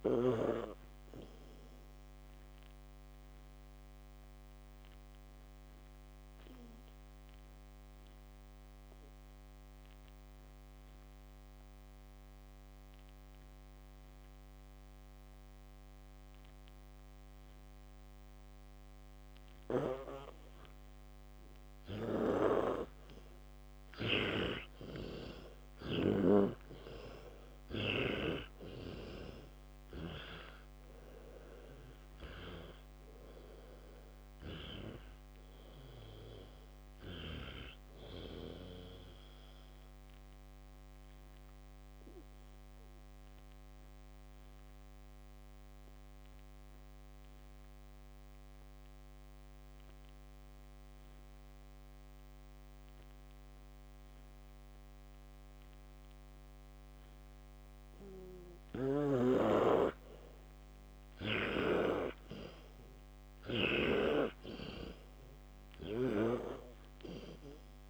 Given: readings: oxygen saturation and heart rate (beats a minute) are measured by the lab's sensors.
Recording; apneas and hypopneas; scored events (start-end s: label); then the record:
breathing in sleep by a microphone on the trachea; 2
0.00-15.00 s: oxygen desaturation (device-marked, oxygen 98% before, 94% lowest, heart rate 86 before, 57 extreme)
3.50-23.00 s: obstructive apnea (oxygen 98% before, 93% lowest, heart rate 94 before, 59 extreme, up 38 after)
19.50-24.00 s: snoring (device-marked)
27.00-31.00 s: arousal
43.00-57.00 s: obstructive apnea (oxygen 97% before, 91% lowest, heart rate 87 before, 59 extreme, up 0 after)
55.00-62.00 s: oxygen desaturation (device-marked, oxygen 96% before, 93% lowest, heart rate 71 before, 57 extreme)
60.00-63.50 s: arousal
From the record:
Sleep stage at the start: N2 (light sleep); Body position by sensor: on the back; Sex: male